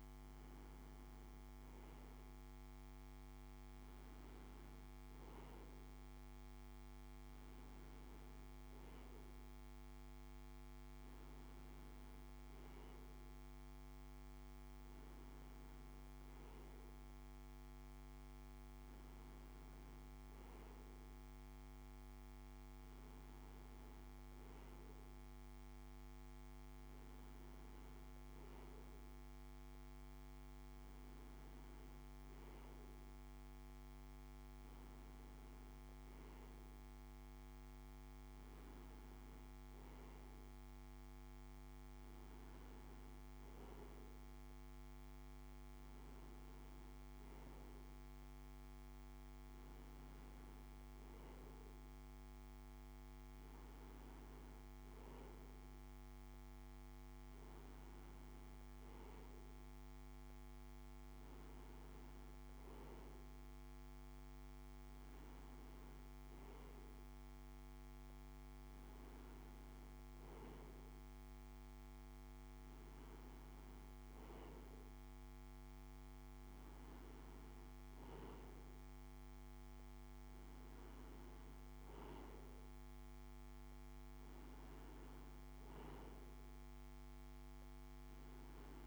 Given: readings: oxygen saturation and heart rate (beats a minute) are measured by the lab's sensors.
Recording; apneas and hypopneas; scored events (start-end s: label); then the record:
breathing in sleep, hard to hear, by a microphone on the trachea; none
none scored
From the record:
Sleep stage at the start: N2 (light sleep); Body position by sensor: on the right side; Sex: male